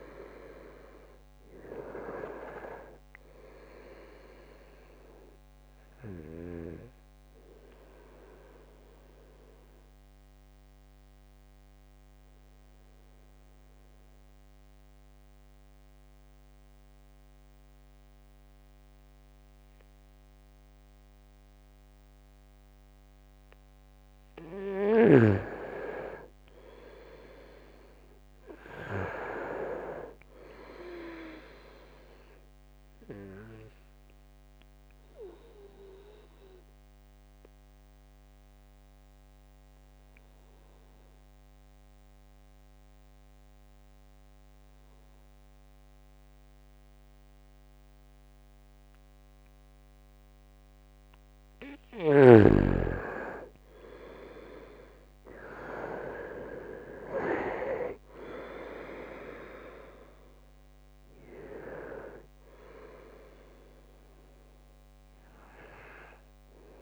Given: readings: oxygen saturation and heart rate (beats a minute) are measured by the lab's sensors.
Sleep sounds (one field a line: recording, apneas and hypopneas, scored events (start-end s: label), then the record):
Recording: breathing in sleep by a microphone on the trachea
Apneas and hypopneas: 2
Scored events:
0.00-19.50 s: oxygen desaturation (device-marked, oxygen 89% lowest, heart rate 64 extreme)
8.50-23.50 s: obstructive apnea (oxygen 96% before, 89% lowest, heart rate 70 before, 65 extreme, up 4 after)
25.50-29.00 s: arousal
33.50-49.50 s: oxygen desaturation (device-marked, oxygen 98% before, 91% lowest, heart rate 69 before, 65 extreme)
36.00-50.00 s: obstructive apnea (oxygen 98% before, 88% lowest, heart rate 70 before, 65 extreme, up 4 after)
52.50-56.00 s: arousal
58.50-66.82 s: oxygen desaturation (device-marked, oxygen 97% before, 89% lowest, heart rate 71 before, 65 extreme)
From the record:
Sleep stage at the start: N2 (light sleep)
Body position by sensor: on the right side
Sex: male